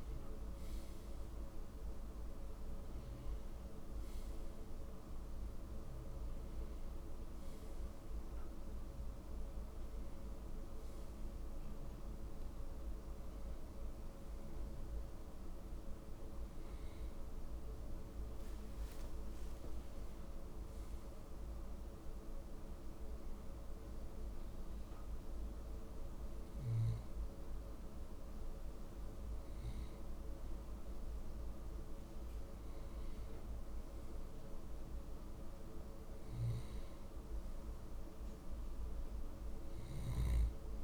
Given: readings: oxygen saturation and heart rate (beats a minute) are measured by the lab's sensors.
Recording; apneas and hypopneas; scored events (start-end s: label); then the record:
a person awake in a sleep study, hard to hear, by a room microphone; none
23.50-40.84 s: new sleep stage, N2 (light sleep)
From the record:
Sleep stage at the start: awake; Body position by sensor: on the left side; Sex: male